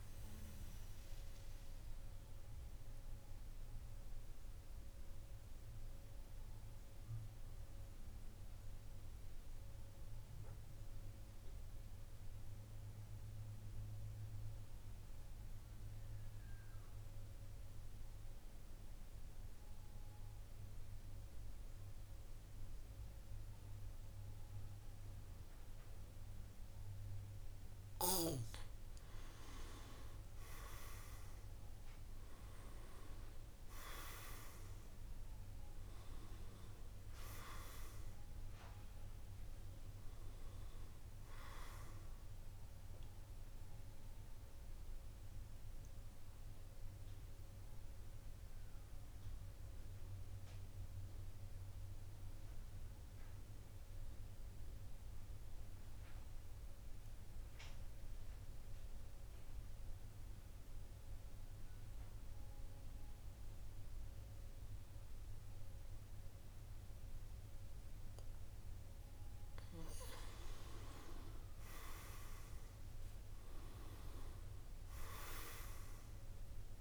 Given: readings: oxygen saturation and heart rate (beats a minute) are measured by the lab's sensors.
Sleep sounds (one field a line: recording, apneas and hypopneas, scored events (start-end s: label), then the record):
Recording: breathing in sleep by a room microphone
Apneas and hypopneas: 2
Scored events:
0.00-10.00 s: oxygen desaturation (device-marked, oxygen 89% lowest, heart rate 45 extreme)
0.50-26.00 s: obstructive apnea (oxygen 99% before, 89% lowest, heart rate 56 before, 45 extreme, up 10 after)
24.00-51.00 s: oxygen desaturation (device-marked, oxygen 99% before, 90% lowest, heart rate 48 before, 48 extreme)
29.50-33.00 s: arousal
44.00-68.50 s: obstructive apnea (oxygen 99% before, 90% lowest, heart rate 56 before, 45 extreme, up 8 after)
69.00-76.81 s: oxygen desaturation (device-marked, oxygen 99% before, 90% lowest, heart rate 49 before, 45 extreme)
71.00-75.00 s: arousal
From the record:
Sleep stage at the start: N2 (light sleep)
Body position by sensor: on the back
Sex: male